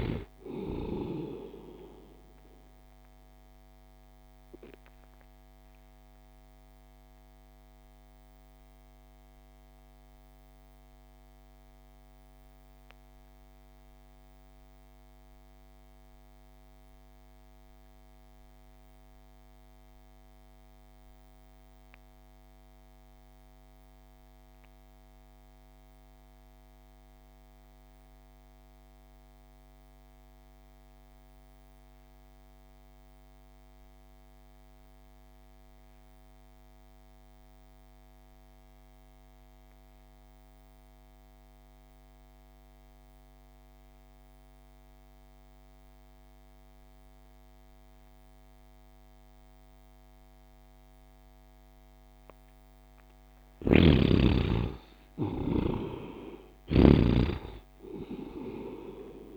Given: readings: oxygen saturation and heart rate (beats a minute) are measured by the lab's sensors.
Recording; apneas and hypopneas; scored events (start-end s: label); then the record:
breathing in sleep by a microphone on the trachea; 1
0.00-18.50 s: oxygen desaturation (device-marked, oxygen 64% lowest)
3.00-53.50 s: obstructive apnea (oxygen 100% before, 60% lowest)
32.50-59.37 s: oxygen desaturation (device-marked, oxygen 98% before, 60% lowest)
53.50-59.37 s: snoring (device-marked)
54.50-58.50 s: arousal
From the record:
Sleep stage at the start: REM sleep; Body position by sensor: on the right side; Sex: male